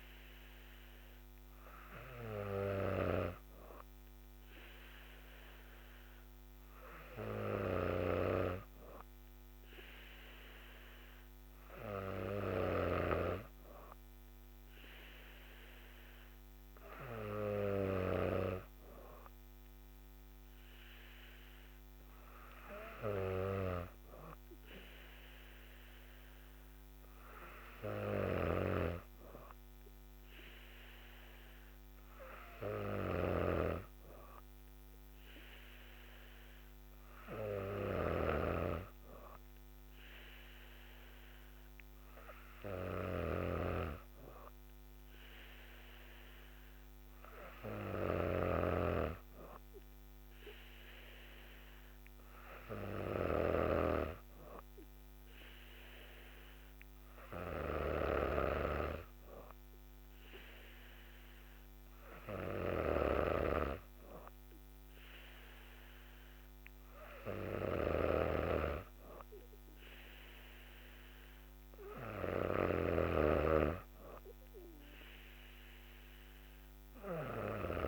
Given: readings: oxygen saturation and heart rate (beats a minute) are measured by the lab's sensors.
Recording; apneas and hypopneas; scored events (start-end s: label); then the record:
breathing in sleep by a microphone on the trachea; none
7.50-13.00 s: snoring (device-marked)
28.00-53.50 s: snoring (device-marked)
67.50-77.88 s: snoring (device-marked)
From the record:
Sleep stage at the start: N3 (deep sleep); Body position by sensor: on the back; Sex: female